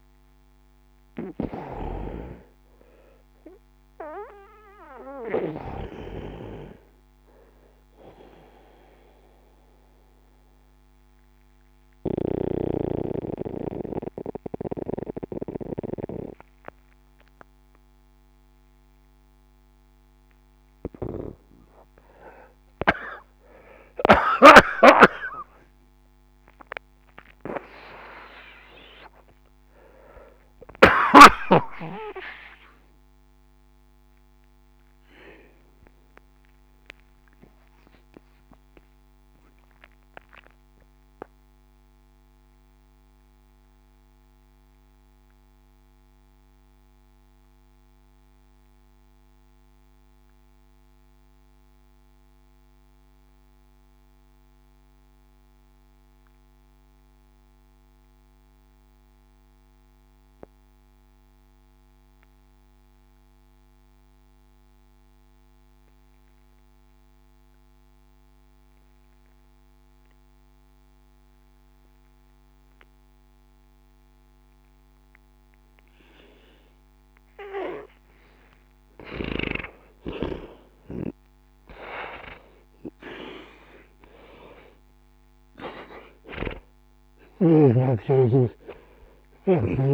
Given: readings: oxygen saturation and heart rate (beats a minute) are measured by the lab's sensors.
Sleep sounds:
breathing in sleep by a microphone on the trachea; 1
0.00-1.00 s: arousal
0.00-22.00 s: oxygen desaturation (device-marked, oxygen 87% lowest, heart rate 58 extreme)
16.00-76.00 s: new sleep stage, N2 (light sleep)
25.50-29.50 s: arousal
33.50-77.50 s: mixed apnea (oxygen 98% before, 85% lowest, heart rate 80 before, 61 extreme, up 0 after)
76.00-89.94 s: new sleep stage, N1 (lightest sleep)
78.50-82.50 s: arousal
82.00-89.94 s: oxygen desaturation (device-marked, oxygen 98% before, 85% lowest, heart rate 61 before, 52 extreme)
From the record:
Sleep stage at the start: N1 (lightest sleep); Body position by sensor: on the back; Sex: male

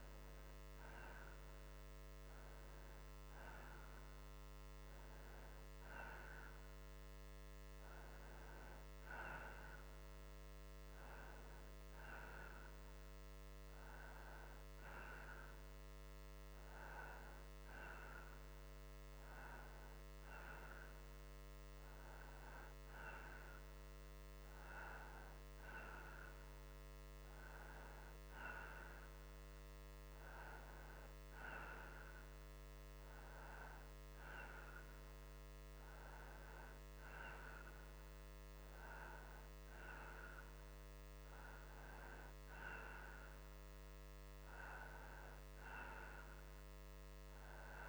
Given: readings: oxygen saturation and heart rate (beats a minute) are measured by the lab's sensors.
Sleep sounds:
breathing in sleep by a microphone on the trachea; none
0.00-3.50 s: oxygen desaturation (device-marked, oxygen 91% lowest)
From the record:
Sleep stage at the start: N2 (light sleep); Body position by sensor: upright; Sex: male

